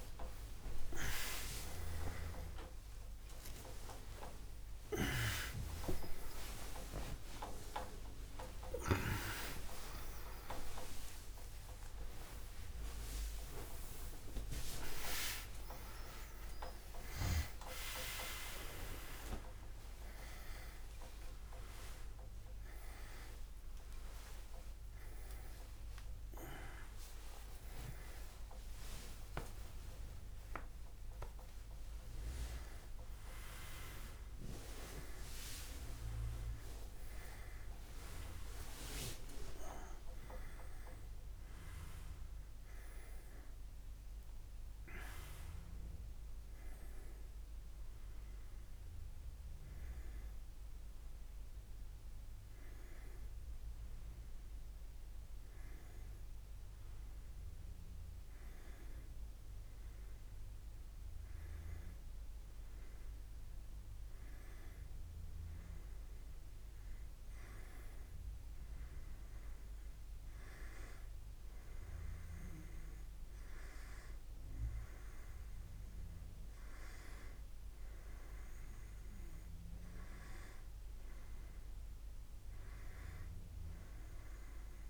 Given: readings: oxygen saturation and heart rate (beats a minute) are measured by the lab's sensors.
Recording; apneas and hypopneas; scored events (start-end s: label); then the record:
a person awake in a sleep study, by a room microphone; none
47.50-84.90 s: new sleep stage, N2 (light sleep)
From the record:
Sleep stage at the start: awake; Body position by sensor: on the back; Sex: male